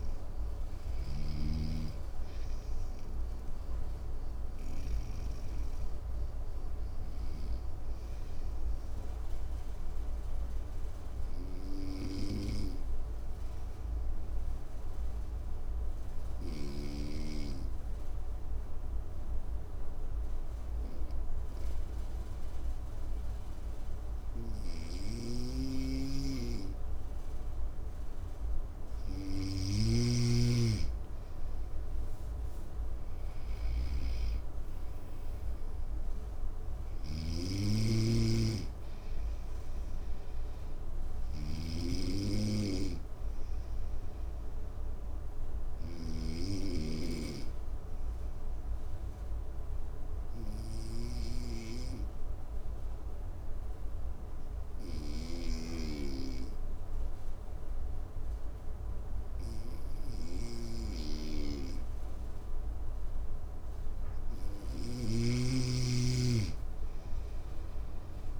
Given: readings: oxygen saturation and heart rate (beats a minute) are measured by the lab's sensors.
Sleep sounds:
breathing in sleep by a room microphone; 2
0.00-1.00 s: snoring (device-marked)
0.00-4.00 s: oxygen desaturation (device-marked, oxygen 93% lowest, heart rate 55 extreme)
8.00-27.50 s: obstructive apnea (oxygen 98% before, 94% lowest, heart rate 66 before, 52 extreme, up 8 after)
29.00-45.50 s: snoring (device-marked)
30.50-34.50 s: arousal
31.00-57.00 s: oxygen desaturation (device-marked, oxygen 99% before, 94% lowest, heart rate 56 before, 52 extreme)
42.00-62.50 s: obstructive apnea (oxygen 99% before, 94% lowest, heart rate 60 before, 54 extreme, up 5 after)
64.50-68.40 s: snoring (device-marked)
65.00-68.40 s: arousal
From the record:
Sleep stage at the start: N2 (light sleep); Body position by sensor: on the right side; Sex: male

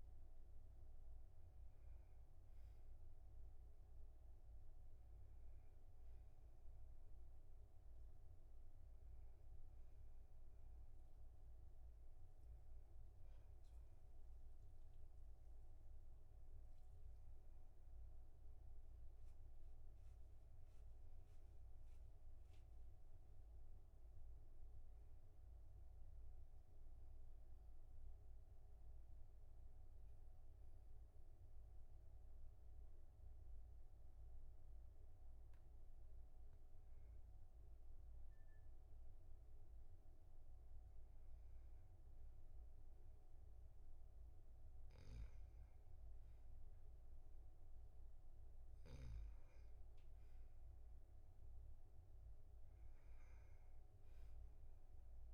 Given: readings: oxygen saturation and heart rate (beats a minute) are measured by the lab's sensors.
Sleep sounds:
breathing in sleep, hard to hear, by a room microphone; 1
14.50-18.50 s: arousal
26.50-36.50 s: obstructive apnea (oxygen 98% before, 97% lowest, heart rate 45 before, 39 extreme, up 14 after)
38.00-41.50 s: arousal
From the record:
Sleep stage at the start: N2 (light sleep); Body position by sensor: on the back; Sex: male

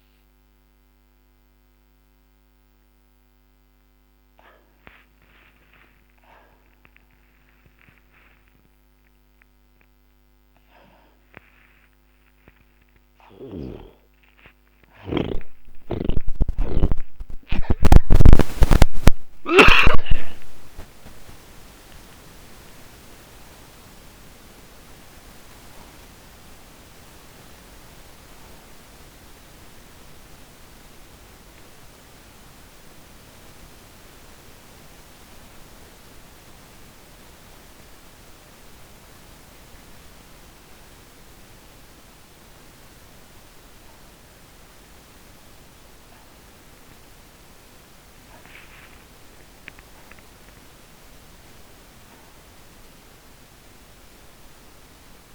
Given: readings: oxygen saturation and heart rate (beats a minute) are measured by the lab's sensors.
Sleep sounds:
a person partly awake in a sleep study, by a microphone on the trachea; 1
16.00-20.00 s: snoring (device-marked)
19.00-55.35 s: new sleep stage, N2 (light sleep)
28.00-39.00 s: obstructive apnea (oxygen 97% before, 89% lowest, heart rate 53 before, 65 extreme, up 33 after)
29.00-34.00 s: oxygen desaturation (device-marked, oxygen 97% before, 93% lowest, heart rate 52 before, 65 extreme)
41.00-43.50 s: arousal
46.00-55.35 s: oxygen desaturation (device-marked, oxygen 98% before, 89% lowest)
From the record:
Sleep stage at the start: awake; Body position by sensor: on the back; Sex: male

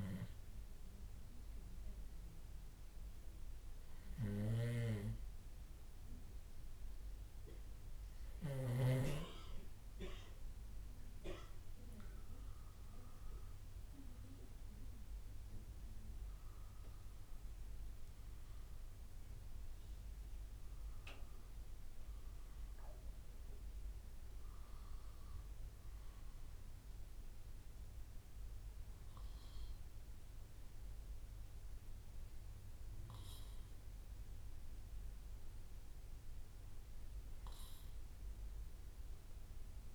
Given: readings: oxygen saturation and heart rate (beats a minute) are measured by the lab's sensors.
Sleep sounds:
a person awake in a sleep study, by a room microphone; 1
1.00-12.00 s: obstructive apnea (heart rate 62 before, 56 extreme, up 2 after)
24.00-34.00 s: bradycardia (device-marked, heart rate 72 before, 56 extreme)
From the record:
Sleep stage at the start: awake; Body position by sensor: on the back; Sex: male

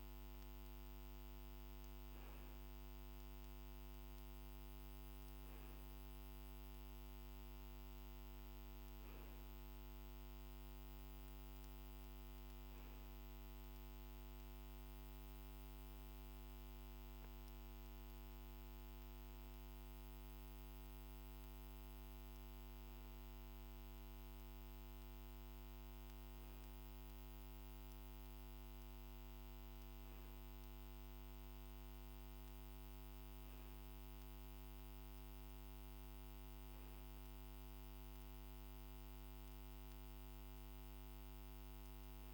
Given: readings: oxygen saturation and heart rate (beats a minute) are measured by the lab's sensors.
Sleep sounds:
breathing in sleep, hard to hear, by a microphone on the trachea; none
none scored
From the record:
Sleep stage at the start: N2 (light sleep); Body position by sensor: on the back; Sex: male

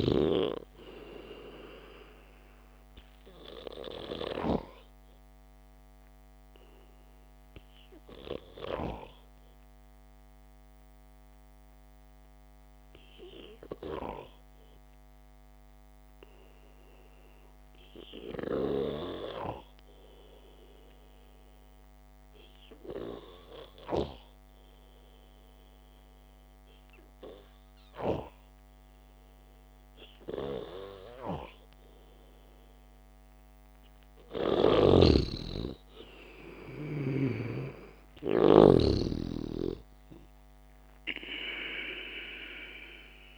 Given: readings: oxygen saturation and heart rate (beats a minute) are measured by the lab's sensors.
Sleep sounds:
breathing in sleep by a microphone on the trachea; 1
0.00-1.00 s: arousal
0.00-14.00 s: oxygen desaturation (device-marked, oxygen 92% lowest, heart rate 56 extreme)
7.00-33.00 s: hypopnea (oxygen 97% before, 92% lowest, heart rate 61 before, 54 extreme, up 0 after)
35.00-39.50 s: arousal
38.00-43.38 s: oxygen desaturation (device-marked, oxygen 97% before, 93% lowest, heart rate 64 before, 56 extreme)
From the record:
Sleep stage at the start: N2 (light sleep); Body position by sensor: on the back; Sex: male

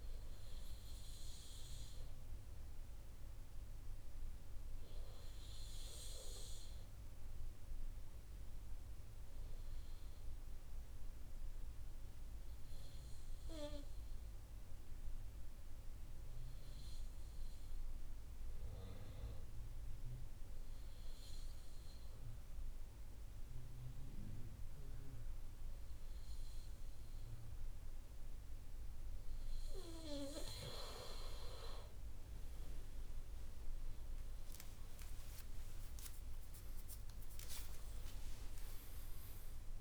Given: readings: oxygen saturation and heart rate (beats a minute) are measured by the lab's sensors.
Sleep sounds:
breathing in sleep by a room microphone; 1
1.00-29.50 s: obstructive apnea (oxygen 97% before, 93% lowest, heart rate 74 before, 67 extreme, up 39 after)
29.00-39.81 s: oxygen desaturation (device-marked, oxygen 97% before, 93% lowest, heart rate 70 before, 70 extreme)
From the record:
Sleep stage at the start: N2 (light sleep); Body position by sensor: on the right side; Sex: male

